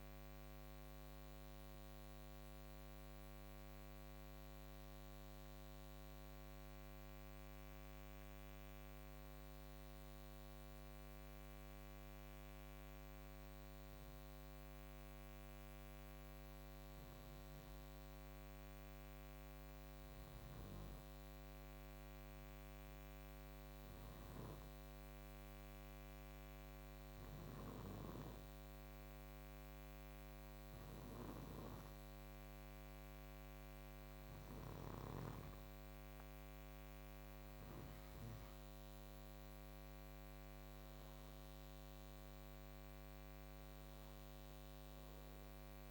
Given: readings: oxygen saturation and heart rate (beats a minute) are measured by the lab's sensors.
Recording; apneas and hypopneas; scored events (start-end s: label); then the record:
breathing in sleep, hard to hear, by a microphone on the trachea; 1
2.00-34.00 s: hypopnea (oxygen 98% before, 89% lowest, heart rate 64 before, 62 extreme, up 9 after)
5.50-45.90 s: oxygen desaturation (device-marked, oxygen 98% before, 91% lowest, heart rate 61 before, 62 extreme)
38.00-42.50 s: arousal
From the record:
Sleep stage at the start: N2 (light sleep); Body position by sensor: on the right side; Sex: male